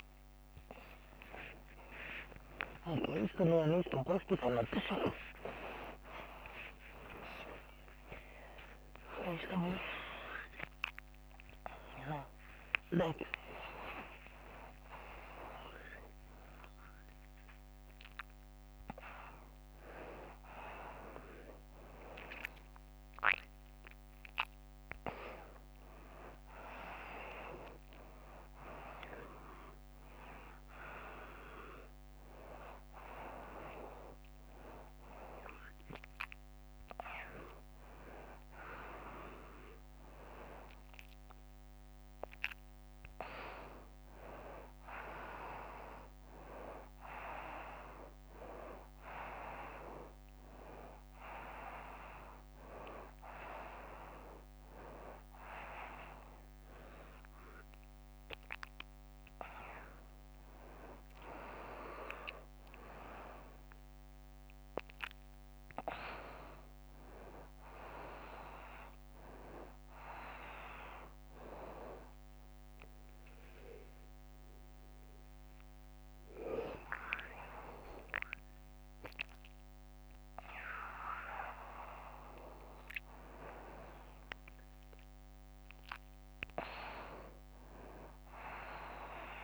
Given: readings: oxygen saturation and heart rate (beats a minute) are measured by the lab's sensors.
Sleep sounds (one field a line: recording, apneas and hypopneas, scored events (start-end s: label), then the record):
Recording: a person awake in a sleep study, by a microphone on the trachea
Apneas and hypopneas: none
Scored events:
1.00-8.00 s: oxygen desaturation (device-marked, oxygen 95% before, 92% lowest, heart rate 103 before, 99 extreme)
3.00-13.00 s: snoring (device-marked)
30.00-38.00 s: oxygen desaturation (device-marked, oxygen 99% before, 95% lowest, heart rate 116 before, 93 extreme)
From the record:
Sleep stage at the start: awake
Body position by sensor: on the front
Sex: female